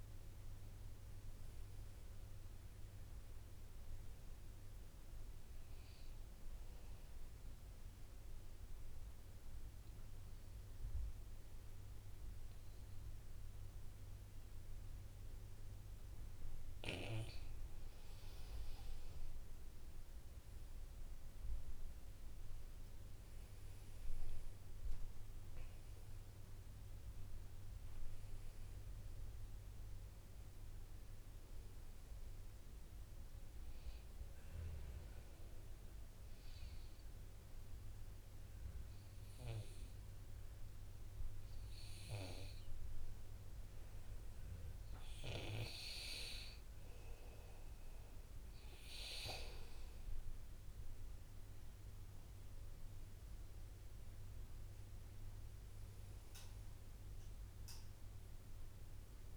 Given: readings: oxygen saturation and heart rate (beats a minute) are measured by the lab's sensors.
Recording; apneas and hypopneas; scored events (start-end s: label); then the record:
breathing in sleep by a room microphone; 2
0.00-8.00 s: oxygen desaturation (device-marked, oxygen 94% lowest, heart rate 61 extreme)
7.00-19.50 s: mixed apnea (oxygen 98% before, 92% lowest, heart rate 68 before, 60 extreme, up 2 after)
22.00-26.50 s: arousal
23.00-44.00 s: oxygen desaturation (device-marked, oxygen 98% before, 92% lowest, heart rate 65 before, 58 extreme)
35.00-47.00 s: obstructive apnea (oxygen 99% before, 92% lowest, heart rate 64 before, 58 extreme, up 3 after)
51.00-56.00 s: arousal
58.00-59.37 s: oxygen desaturation (device-marked, oxygen 99% before, 94% lowest, heart rate 61 before, 59 extreme)
From the record:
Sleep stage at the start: N2 (light sleep); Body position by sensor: on the back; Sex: male